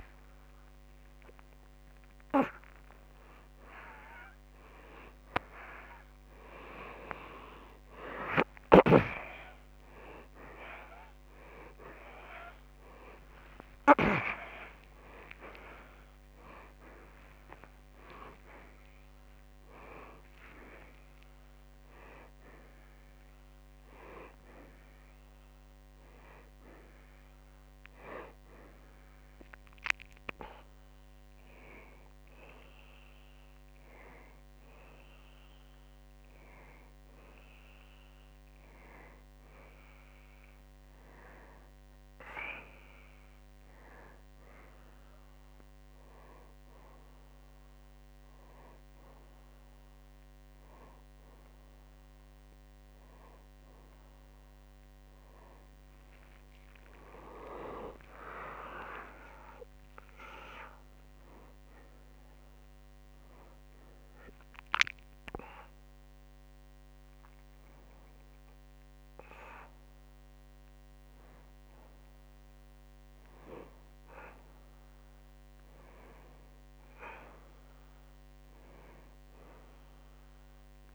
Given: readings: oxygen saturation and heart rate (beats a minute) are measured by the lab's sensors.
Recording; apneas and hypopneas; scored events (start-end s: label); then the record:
a person partly awake in a sleep study, by a microphone on the trachea; 1
0.00-2.50 s: oxygen desaturation (device-marked, oxygen 90% lowest, heart rate 99 extreme)
30.50-38.50 s: oxygen desaturation (device-marked, oxygen 95% before, 89% lowest)
32.50-80.95 s: new sleep stage, N1 (lightest sleep)
54.50-58.00 s: arousal
63.50-74.50 s: hypopnea (oxygen 96% before, 92% lowest, heart rate 84 before, 57 extreme, up 1 after)
78.00-80.95 s: arousal
From the record:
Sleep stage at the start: awake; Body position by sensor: on the back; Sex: male